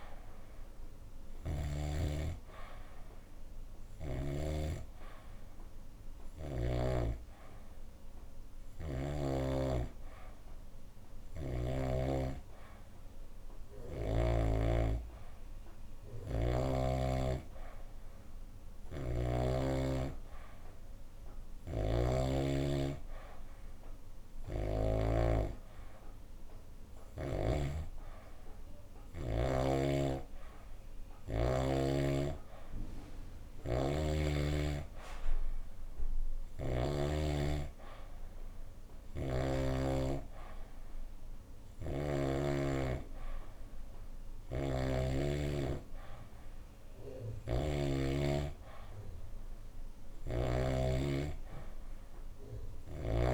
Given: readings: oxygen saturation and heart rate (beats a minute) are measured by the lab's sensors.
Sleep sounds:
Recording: breathing in sleep by a room microphone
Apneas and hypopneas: none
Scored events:
24.00-27.50 s: snoring (device-marked)
29.50-34.00 s: snoring (device-marked)
38.50-42.00 s: snoring (device-marked)
44.00-50.50 s: snoring (device-marked)
From the record:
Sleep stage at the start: N2 (light sleep)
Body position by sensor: on the back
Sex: female

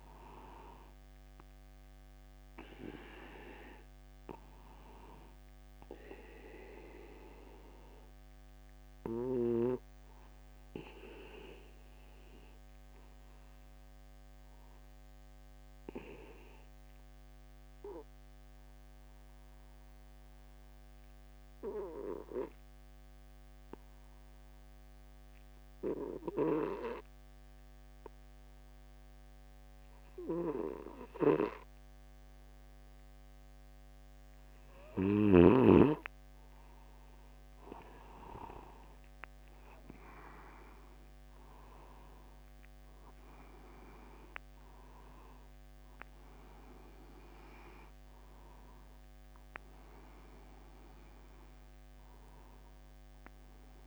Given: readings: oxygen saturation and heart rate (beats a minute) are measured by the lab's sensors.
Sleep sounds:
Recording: breathing in sleep by a microphone on the trachea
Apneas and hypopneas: 1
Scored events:
8.50-33.50 s: obstructive apnea (oxygen 98% before, 92% lowest, heart rate 49 before, 50 extreme, up 0 after)
39.00-43.00 s: arousal
From the record:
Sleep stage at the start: N2 (light sleep)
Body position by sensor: upright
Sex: male

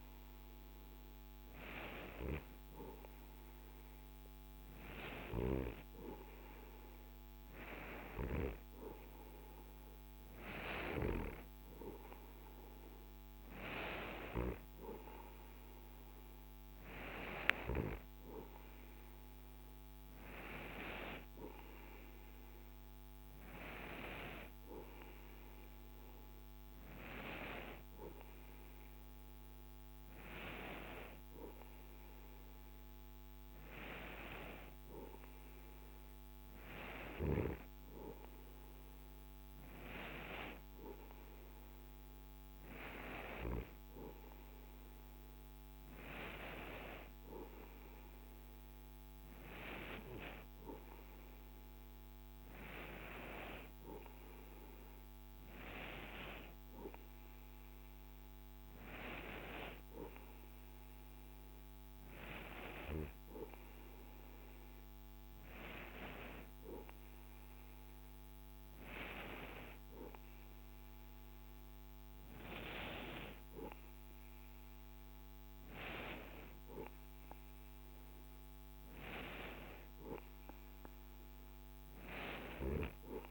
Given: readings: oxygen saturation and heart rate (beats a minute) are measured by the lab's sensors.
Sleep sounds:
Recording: breathing in sleep by a microphone on the trachea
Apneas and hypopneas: none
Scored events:
none scored
From the record:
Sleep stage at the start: N2 (light sleep)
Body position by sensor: on the right side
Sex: male

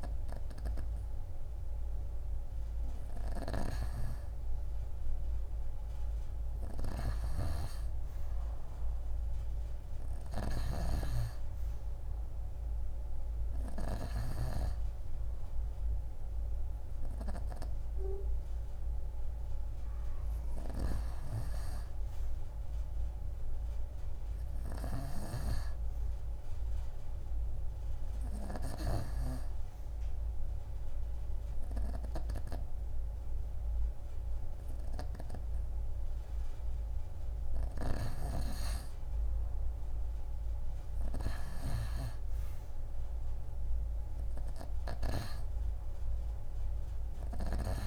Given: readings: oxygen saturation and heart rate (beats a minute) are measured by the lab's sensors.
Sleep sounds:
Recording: breathing in sleep by a room microphone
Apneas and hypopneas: none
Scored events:
3.00-11.00 s: oxygen desaturation (device-marked, oxygen 97% before, 91% lowest)
From the record:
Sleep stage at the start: N2 (light sleep)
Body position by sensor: on the right side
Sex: female

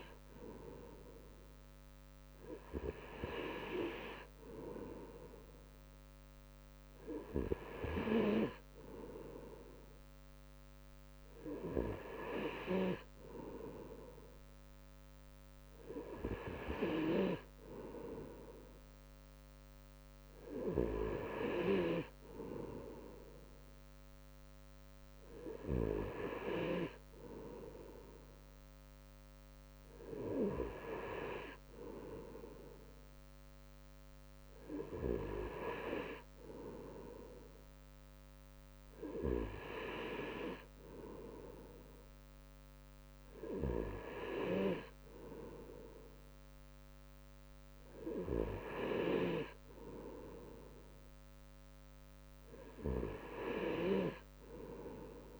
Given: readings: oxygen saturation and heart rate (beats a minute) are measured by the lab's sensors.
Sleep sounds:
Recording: breathing in sleep by a microphone on the trachea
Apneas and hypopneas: none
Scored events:
none scored
From the record:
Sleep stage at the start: N2 (light sleep)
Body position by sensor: on the right side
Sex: male

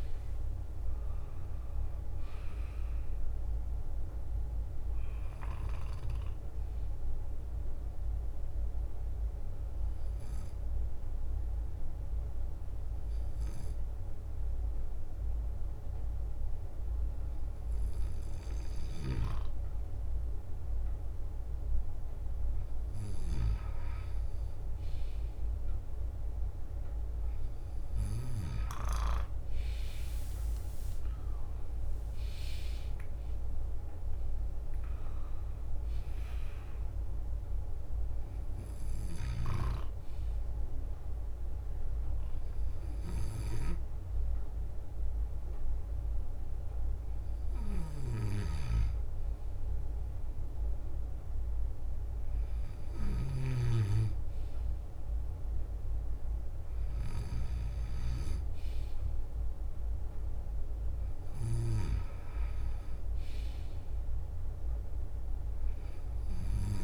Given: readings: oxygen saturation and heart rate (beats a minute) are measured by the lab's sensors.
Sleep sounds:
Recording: breathing in sleep by a room microphone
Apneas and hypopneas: 2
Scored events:
0.00-2.50 s: leg movement (device-marked)
4.00-26.00 s: bradycardia (device-marked, heart rate 62 before, 56 extreme)
7.00-20.00 s: hypopnea (oxygen 98% before, 95% lowest, heart rate 61 before, 56 extreme, up 2 after)
13.00-32.00 s: drop in pulse transit time (device-marked, heart rate 61 before, 56 extreme)
28.50-33.00 s: leg movement (device-marked)
29.50-31.50 s: long interval between heartbeats (device-marked, heart rate 57 before, 68 extreme)
30.50-34.50 s: arousal
39.00-50.00 s: hypopnea (oxygen 98% before, 95% lowest, heart rate 63 before, 57 extreme, up 2 after)
39.00-64.00 s: bradycardia (device-marked, heart rate 62 before, 57 extreme)
47.00-66.84 s: drop in pulse transit time (device-marked, heart rate 64 before, 57 extreme)
51.00-59.00 s: leg movement (device-marked)
52.00-56.50 s: arousal
60.50-63.50 s: leg movement (device-marked)
65.00-66.84 s: bradycardia (device-marked, heart rate 62 before, 57 extreme)
From the record:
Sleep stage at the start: N2 (light sleep)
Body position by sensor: on the left side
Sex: male

